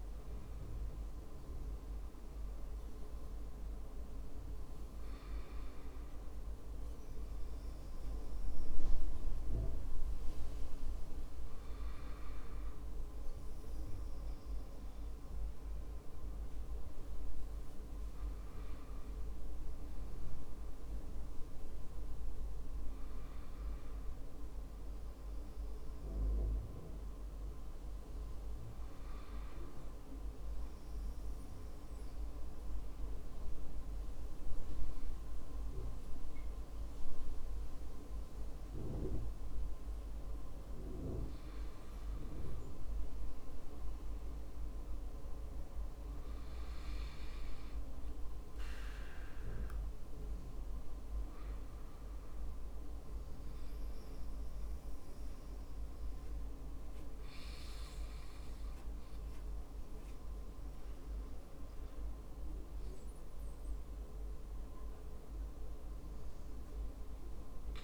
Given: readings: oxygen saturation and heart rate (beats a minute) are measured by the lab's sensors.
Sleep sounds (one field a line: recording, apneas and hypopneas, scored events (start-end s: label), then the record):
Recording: breathing in sleep, hard to hear, by a room microphone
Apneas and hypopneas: 1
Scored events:
0.00-3.50 s: oxygen desaturation (device-marked, oxygen 75% lowest, heart rate 48 extreme)
28.00-41.00 s: hypopnea (oxygen 98% before, 95% lowest, heart rate 66 before, 58 extreme, up 11 after)
43.00-46.50 s: arousal
From the record:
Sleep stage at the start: N2 (light sleep)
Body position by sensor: on the back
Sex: male